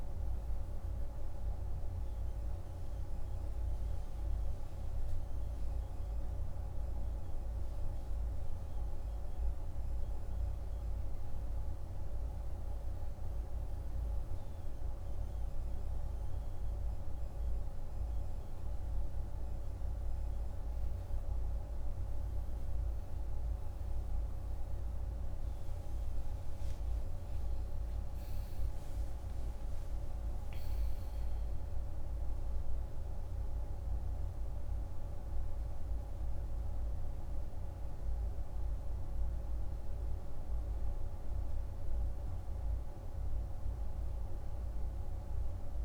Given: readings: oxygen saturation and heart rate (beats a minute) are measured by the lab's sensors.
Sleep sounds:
breathing in sleep, hard to hear, by a room microphone; none
25.00-30.00 s: arousal
30.00-45.85 s: new sleep stage, N1 (lightest sleep)
From the record:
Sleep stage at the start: N2 (light sleep); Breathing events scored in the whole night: 55 in 6.1 hours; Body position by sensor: on the back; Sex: male

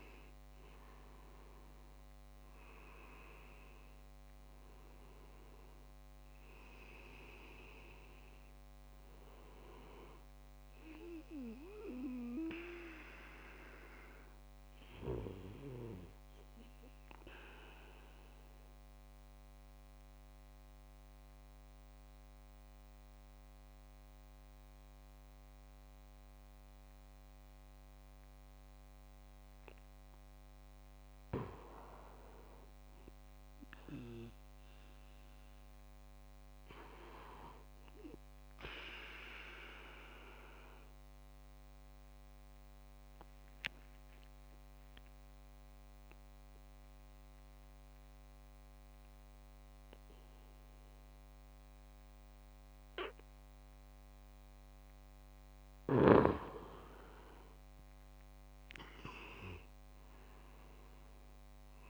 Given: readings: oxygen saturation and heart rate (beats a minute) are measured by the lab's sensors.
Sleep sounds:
breathing in sleep by a microphone on the trachea; 2
1.00-29.00 s: oxygen desaturation (device-marked, oxygen 97% before, 91% lowest)
17.50-31.00 s: obstructive apnea (oxygen 97% before, 91% lowest)
33.50-37.00 s: arousal
40.00-56.50 s: obstructive apnea (oxygen 98% before, 92% lowest)
58.50-61.50 s: arousal
From the record:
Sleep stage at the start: N2 (light sleep); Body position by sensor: on the back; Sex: male

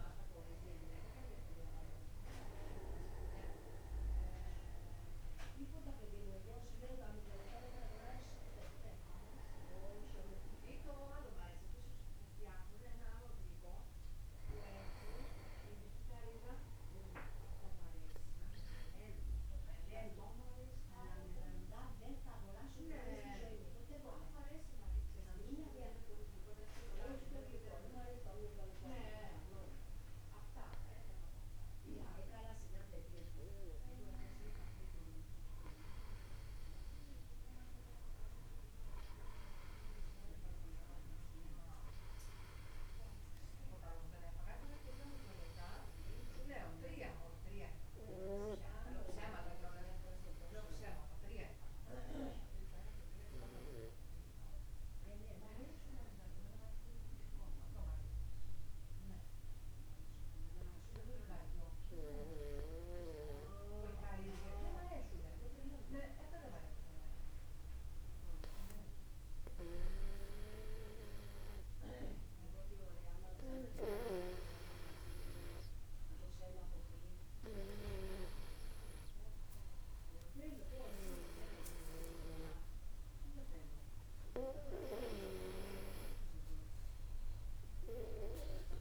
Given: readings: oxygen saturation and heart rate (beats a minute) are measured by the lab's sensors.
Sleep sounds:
a person partly awake in a sleep study, by a room microphone; 2
8.50-88.81 s: new sleep stage, N2 (light sleep)
18.50-33.50 s: mixed apnea (oxygen 97% before, 94% lowest, heart rate 53 before, 53 extreme, up 18 after)
36.50-40.00 s: arousal
40.50-42.50 s: long interval between heartbeats (device-marked, heart rate 53 before, 71 extreme)
44.50-46.50 s: long interval between heartbeats (device-marked, heart rate 58 before, 90 extreme)
48.00-50.00 s: long interval between heartbeats (device-marked, heart rate 64 before, 87 extreme)
50.00-52.00 s: long interval between heartbeats (device-marked, heart rate 68 before, 81 extreme)
52.50-54.50 s: long interval between heartbeats (device-marked, heart rate 72 before, 79 extreme)
56.00-58.00 s: long interval between heartbeats (device-marked, heart rate 76 before, 72 extreme)
58.50-70.00 s: obstructive apnea (oxygen 97% before, 95% lowest, heart rate 79 before, 54 extreme, up 1 after)
73.50-77.50 s: arousal
From the record:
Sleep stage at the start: awake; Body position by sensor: upright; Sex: male

